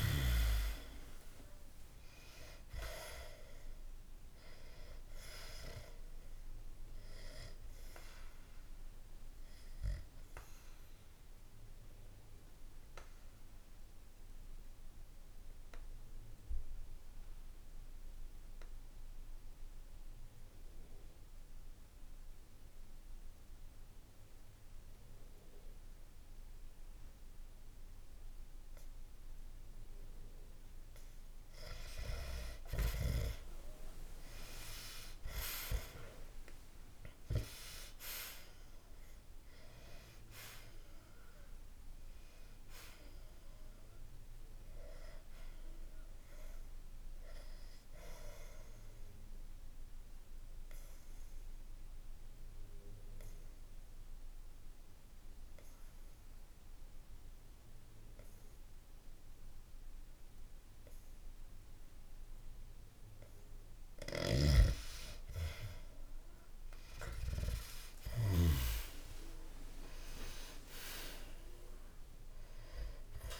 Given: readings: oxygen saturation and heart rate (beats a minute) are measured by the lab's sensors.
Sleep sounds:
breathing in sleep by a room microphone; 2
0.00-2.50 s: arousal
7.00-31.00 s: obstructive apnea (oxygen 97% before, 92% lowest, heart rate 62 before, 58 extreme, up 4 after)
33.00-37.50 s: arousal
48.00-64.50 s: obstructive apnea (oxygen 98% before, 92% lowest, heart rate 63 before, 61 extreme, up 1 after)
55.00-64.00 s: oxygen desaturation (device-marked, oxygen 97% before, 93% lowest, heart rate 64 before, 61 extreme)
66.00-69.50 s: arousal
From the record:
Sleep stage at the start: N2 (light sleep); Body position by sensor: on the back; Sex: male

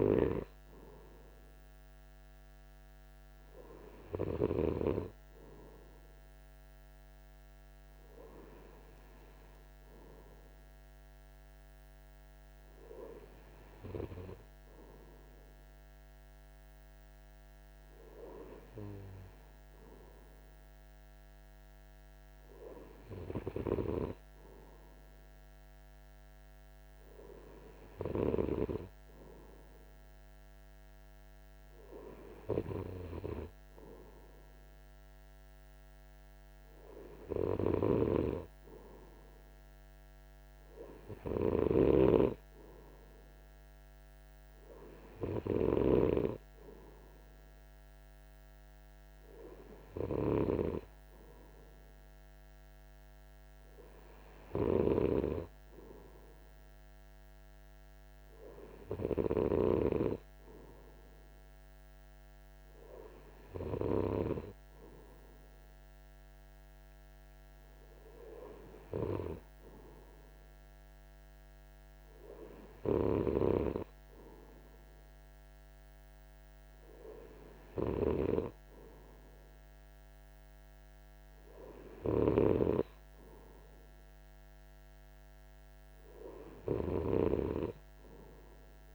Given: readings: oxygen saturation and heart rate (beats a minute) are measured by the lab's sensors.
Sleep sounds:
breathing in sleep by a microphone on the trachea; none
none scored
From the record:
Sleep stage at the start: N3 (deep sleep); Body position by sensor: on the right side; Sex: male

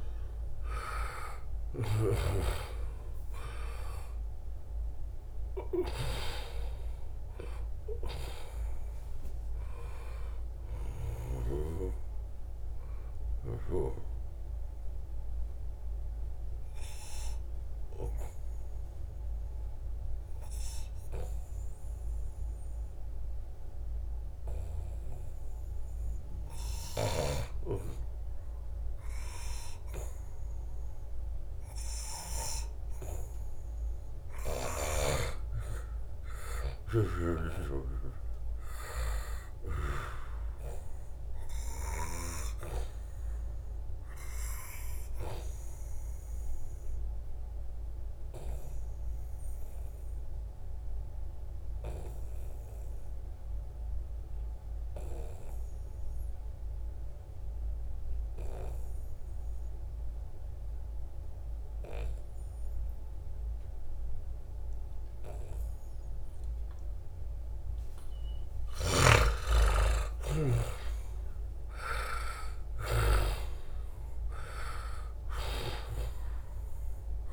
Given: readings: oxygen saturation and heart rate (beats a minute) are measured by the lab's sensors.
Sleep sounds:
breathing in sleep by a room microphone; 2
0.00-2.00 s: arousal
0.00-2.00 s: snoring (device-marked)
0.00-21.50 s: oxygen desaturation (device-marked, oxygen 87% lowest, heart rate 64 extreme)
13.00-32.00 s: obstructive apnea (oxygen 96% before, 87% lowest, heart rate 74 before, 73 extreme, up 6 after)
34.00-38.50 s: arousal
35.00-37.00 s: long interval between heartbeats (device-marked, heart rate 76 before, 77 extreme)
43.00-67.50 s: obstructive apnea (oxygen 97% before, 87% lowest, heart rate 75 before, 68 extreme, up 7 after)
61.50-77.32 s: oxygen desaturation (device-marked, oxygen 95% before, 87% lowest, heart rate 75 before, 67 extreme)
68.00-77.32 s: snoring (device-marked)
68.50-73.00 s: arousal
From the record:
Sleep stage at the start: N2 (light sleep); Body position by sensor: on the right side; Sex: male

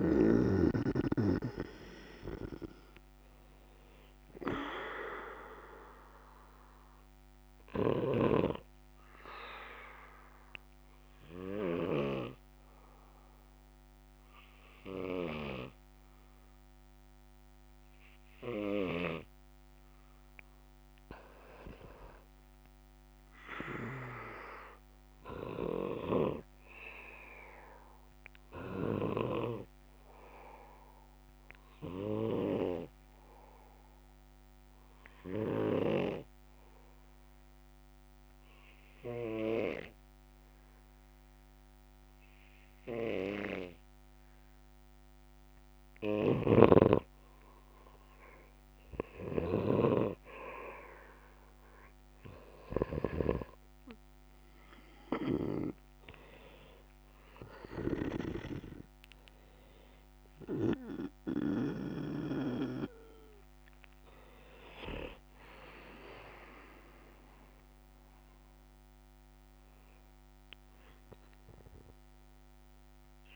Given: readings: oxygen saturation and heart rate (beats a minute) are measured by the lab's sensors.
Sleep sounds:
breathing in sleep by a microphone on the trachea; 2
0.00-18.00 s: oxygen desaturation (device-marked, oxygen 90% lowest, heart rate 60 extreme)
6.00-18.50 s: obstructive apnea (oxygen 96% before, 91% lowest, heart rate 69 before, 60 extreme, up 9 after)
21.50-24.00 s: arousal
30.00-45.50 s: obstructive apnea (oxygen 98% before, 91% lowest, heart rate 67 before, 61 extreme, up 9 after)
47.50-50.50 s: arousal
51.00-71.00 s: oxygen desaturation (device-marked, oxygen 97% before, 91% lowest, heart rate 64 before, 60 extreme)
From the record:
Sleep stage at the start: N2 (light sleep); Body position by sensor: on the back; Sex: male

